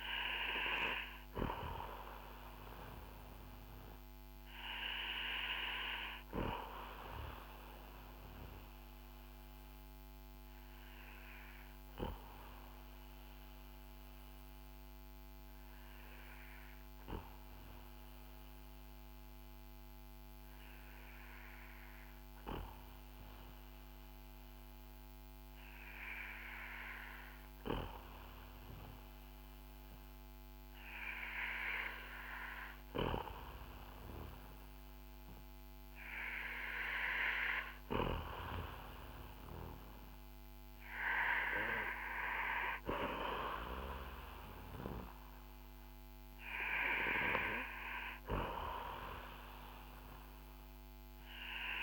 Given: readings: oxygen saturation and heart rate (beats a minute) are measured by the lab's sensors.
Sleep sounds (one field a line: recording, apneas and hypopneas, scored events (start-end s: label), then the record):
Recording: breathing in sleep by a microphone on the trachea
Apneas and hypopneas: 1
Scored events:
6.50-32.50 s: obstructive apnea (oxygen 96% before, 92% lowest, heart rate 55 before, 48 extreme, up 4 after)
36.00-40.50 s: arousal
From the record:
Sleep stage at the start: N2 (light sleep)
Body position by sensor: on the back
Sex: male